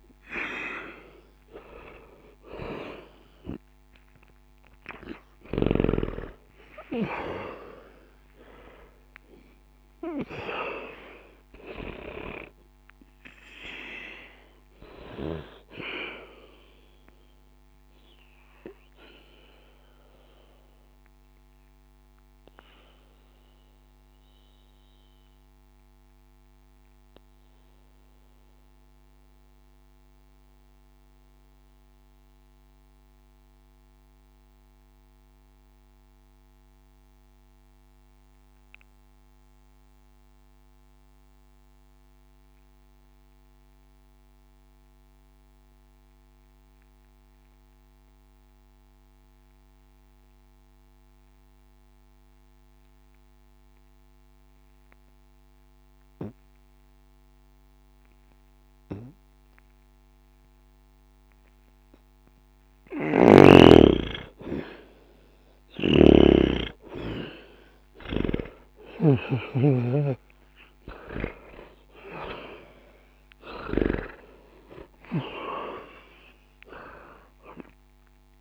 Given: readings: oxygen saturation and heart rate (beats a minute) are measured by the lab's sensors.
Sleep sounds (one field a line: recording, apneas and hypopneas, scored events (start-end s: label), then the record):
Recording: breathing in sleep by a microphone on the trachea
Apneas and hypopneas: 1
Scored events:
0.00-43.50 s: oxygen desaturation (device-marked, oxygen 75% lowest, heart rate 59 extreme)
18.00-62.50 s: obstructive apnea (oxygen 95% before, 75% lowest, heart rate 60 before, 59 extreme, up 0 after)
60.50-78.41 s: oxygen desaturation (device-marked, oxygen 98% before, 77% lowest, heart rate 61 before, 59 extreme)
65.50-69.00 s: snoring (device-marked)
66.00-70.00 s: arousal
From the record:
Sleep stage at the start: N2 (light sleep)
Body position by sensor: on the back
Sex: male